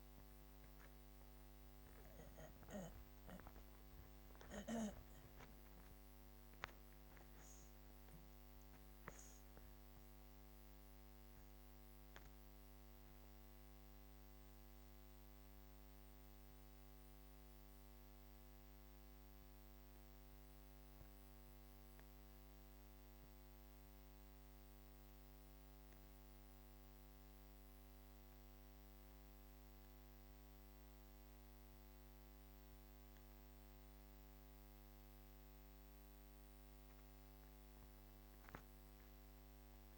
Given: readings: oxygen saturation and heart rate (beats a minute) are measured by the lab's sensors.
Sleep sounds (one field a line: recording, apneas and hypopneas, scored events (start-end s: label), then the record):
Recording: breathing in sleep, hard to hear, by a microphone on the trachea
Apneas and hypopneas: none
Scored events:
none scored
From the record:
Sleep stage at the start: N2 (light sleep)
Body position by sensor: on the back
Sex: female